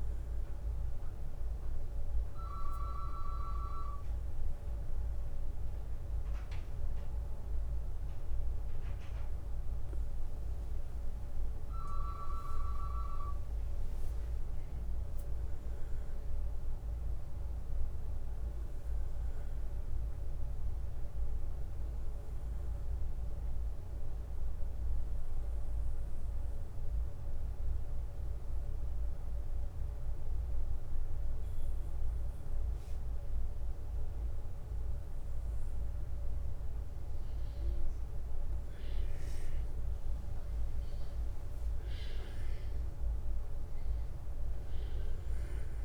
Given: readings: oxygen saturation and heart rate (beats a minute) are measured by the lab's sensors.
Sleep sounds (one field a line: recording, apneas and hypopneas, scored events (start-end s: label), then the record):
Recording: breathing in sleep by a room microphone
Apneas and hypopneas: 2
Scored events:
0.50-10.50 s: hypopnea (oxygen 98% before, 93% lowest, heart rate 67 before, 61 extreme, up 5 after)
12.00-16.00 s: arousal
13.00-45.85 s: new sleep stage, N1 (lightest sleep)
23.50-34.50 s: mixed apnea (oxygen 98% before, 93% lowest, heart rate 64 before, 63 extreme, up 5 after)
38.00-42.00 s: arousal
From the record:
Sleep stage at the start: N2 (light sleep)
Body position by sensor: on the back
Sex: male